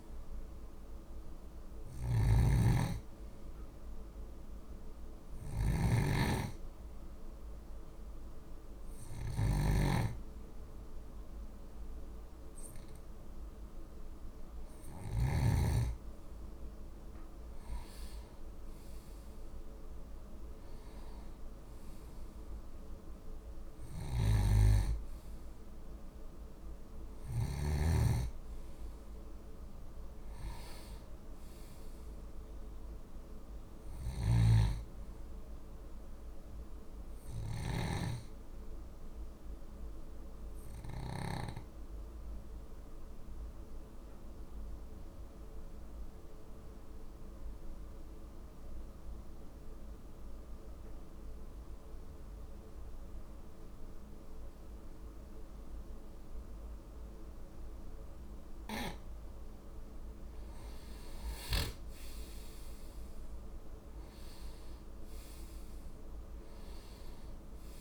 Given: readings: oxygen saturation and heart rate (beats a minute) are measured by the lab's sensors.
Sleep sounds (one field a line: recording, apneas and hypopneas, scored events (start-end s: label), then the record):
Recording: breathing in sleep by a room microphone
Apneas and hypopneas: 2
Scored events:
0.00-15.00 s: snoring (device-marked)
3.00-15.50 s: hypopnea (oxygen 96% before, 92% lowest, heart rate 49 before, 48 extreme, up 4 after)
17.50-21.00 s: arousal
23.50-27.50 s: snoring (device-marked)
23.50-49.50 s: oxygen desaturation (device-marked, oxygen 96% before, 92% lowest, heart rate 49 before, 46 extreme)
34.00-41.00 s: snoring (device-marked)
40.50-59.50 s: obstructive apnea (oxygen 96% before, 92% lowest, heart rate 50 before, 47 extreme, up 7 after)
61.50-67.00 s: arousal
From the record:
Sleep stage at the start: N2 (light sleep)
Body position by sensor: on the back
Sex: male